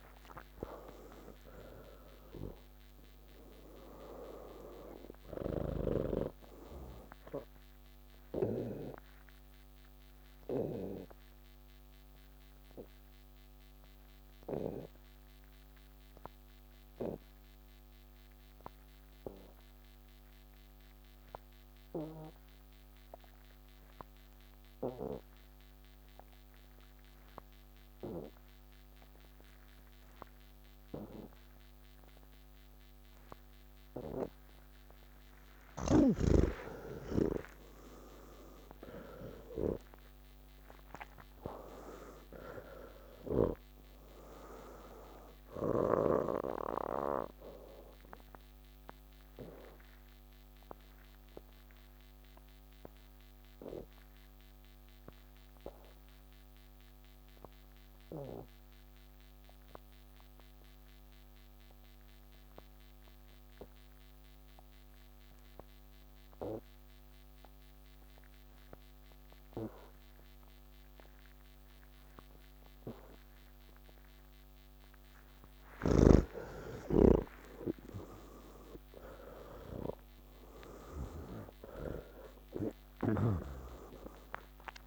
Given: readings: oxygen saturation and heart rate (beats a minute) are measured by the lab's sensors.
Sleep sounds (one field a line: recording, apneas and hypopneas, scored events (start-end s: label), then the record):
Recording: breathing in sleep by a microphone on the trachea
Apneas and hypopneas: 2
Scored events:
0.00-21.00 s: oxygen desaturation (device-marked, oxygen 79% lowest, heart rate 127 extreme)
10.50-34.50 s: obstructive apnea (oxygen 98% before, 79% lowest)
33.00-62.00 s: oxygen desaturation (device-marked, oxygen 98% before, 81% lowest)
47.50-74.00 s: obstructive apnea (oxygen 98% before, 79% lowest)
70.00-84.87 s: oxygen desaturation (device-marked, oxygen 98% before, 79% lowest)
From the record:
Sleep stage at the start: N2 (light sleep)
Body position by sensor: on the back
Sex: male